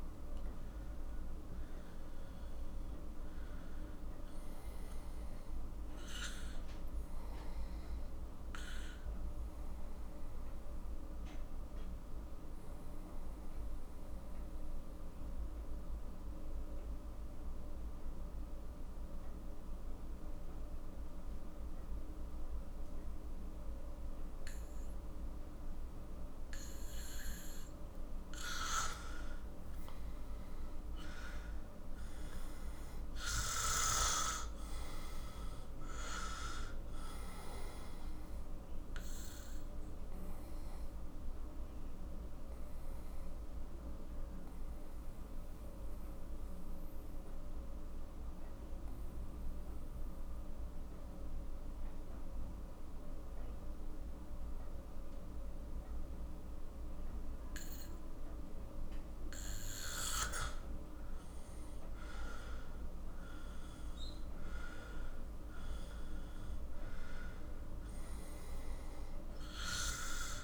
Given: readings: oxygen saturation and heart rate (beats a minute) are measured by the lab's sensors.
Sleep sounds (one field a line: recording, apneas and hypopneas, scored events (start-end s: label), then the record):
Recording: breathing in sleep by a room microphone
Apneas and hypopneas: 2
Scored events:
0.00-23.50 s: oxygen desaturation (device-marked, oxygen 91% lowest, heart rate 42 extreme)
11.00-27.00 s: mixed apnea (oxygen 97% before, 91% lowest, heart rate 53 before, 42 extreme, up 16 after)
29.00-33.50 s: arousal
29.50-51.50 s: oxygen desaturation (device-marked, oxygen 98% before, 91% lowest, heart rate 45 before, 42 extreme)
39.00-58.50 s: obstructive apnea (oxygen 98% before, 90% lowest, heart rate 51 before, 42 extreme, up 13 after)
61.50-66.00 s: arousal
63.50-70.44 s: oxygen desaturation (device-marked, oxygen 97% before, 92% lowest, heart rate 46 before, 42 extreme)
From the record:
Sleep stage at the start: N2 (light sleep)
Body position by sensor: on the back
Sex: male